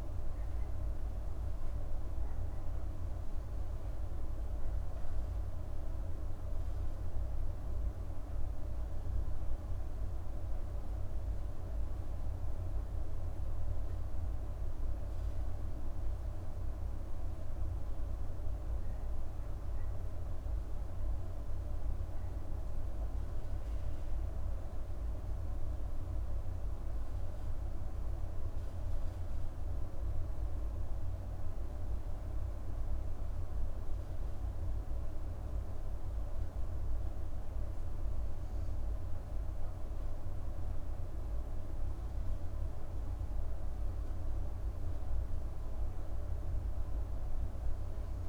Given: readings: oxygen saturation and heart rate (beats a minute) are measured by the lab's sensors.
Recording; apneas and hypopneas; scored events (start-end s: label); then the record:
breathing in sleep, hard to hear, by a room microphone; none
none scored
From the record:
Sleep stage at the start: N2 (light sleep); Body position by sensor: on the right side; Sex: female